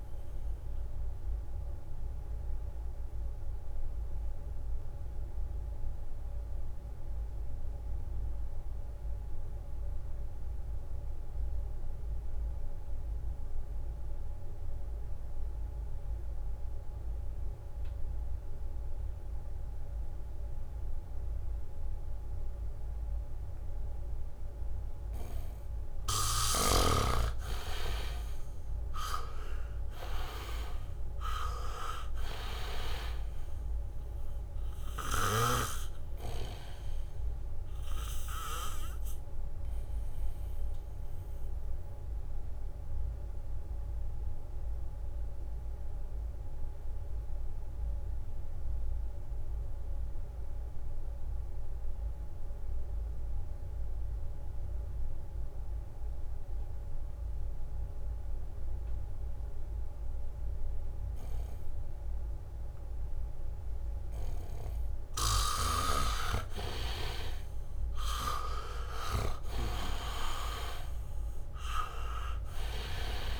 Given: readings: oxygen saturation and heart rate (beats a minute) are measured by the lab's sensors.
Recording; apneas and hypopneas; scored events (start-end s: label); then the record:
breathing in sleep by a room microphone; 2
0.00-12.00 s: oxygen desaturation (device-marked, oxygen 79% lowest, heart rate 65 extreme)
0.50-25.00 s: mixed apnea (oxygen 99% before, 79% lowest, heart rate 69 before, 68 extreme)
23.00-54.00 s: oxygen desaturation (device-marked, oxygen 99% before, 79% lowest, heart rate 70 before, 67 extreme)
28.50-32.00 s: arousal
40.50-64.50 s: obstructive apnea (oxygen 99% before, 79% lowest, heart rate 70 before, 67 extreme, up 3 after)
47.00-48.50 s: leg movement (device-marked)
52.50-55.00 s: leg movement (device-marked)
58.50-60.00 s: leg movement (device-marked)
62.00-64.00 s: leg movement (device-marked)
62.00-73.40 s: oxygen desaturation (device-marked, oxygen 99% before, 79% lowest, heart rate 69 before, 67 extreme)
65.50-69.50 s: snoring (device-marked)
66.50-70.00 s: arousal
From the record:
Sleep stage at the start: N2 (light sleep); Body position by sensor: on the back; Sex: male